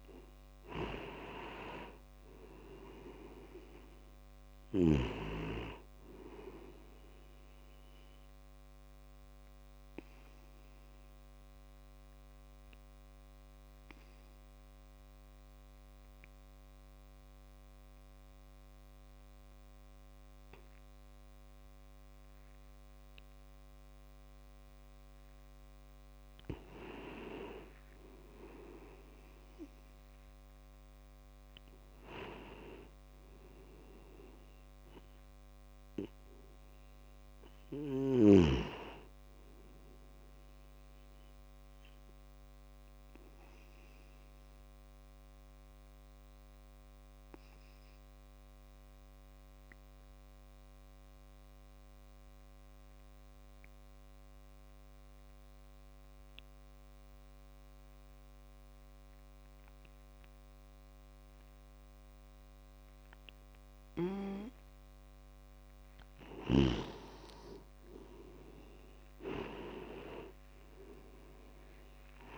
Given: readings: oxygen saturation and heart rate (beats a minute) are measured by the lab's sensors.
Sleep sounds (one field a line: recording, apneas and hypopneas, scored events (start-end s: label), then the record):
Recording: breathing in sleep by a microphone on the trachea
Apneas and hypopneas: 2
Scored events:
0.00-23.50 s: oxygen desaturation (device-marked, oxygen 92% lowest)
8.50-24.50 s: obstructive apnea (oxygen 98% before, 88% lowest)
26.50-30.00 s: arousal
40.50-52.50 s: oxygen desaturation (device-marked, oxygen 97% before, 93% lowest)
43.00-65.00 s: obstructive apnea (oxygen 98% before, 87% lowest)
61.50-72.38 s: oxygen desaturation (device-marked, oxygen 97% before, 87% lowest, heart rate 46 before, 26 extreme)
67.00-70.50 s: arousal
From the record:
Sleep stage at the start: N2 (light sleep)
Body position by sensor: on the back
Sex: male